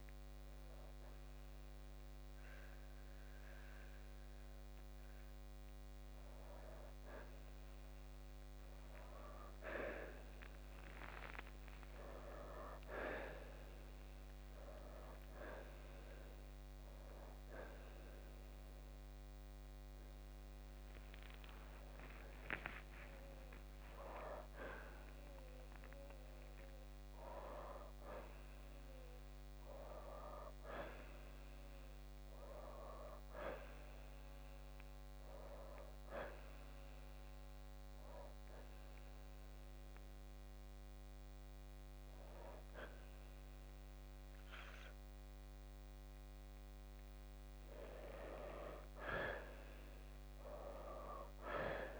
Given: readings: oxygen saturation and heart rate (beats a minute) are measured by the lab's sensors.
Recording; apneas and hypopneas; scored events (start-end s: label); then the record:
breathing in sleep by a microphone on the trachea; 1
6.50-18.50 s: oxygen desaturation (device-marked, oxygen 93% before, 85% lowest, heart rate 66 before, 63 extreme)
22.50-26.50 s: arousal
36.00-47.00 s: hypopnea (oxygen 95% before, 83% lowest, heart rate 69 before, 62 extreme, up 6 after)
51.00-52.00 s: arousal
From the record:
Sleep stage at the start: N2 (light sleep); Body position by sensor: on the left side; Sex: male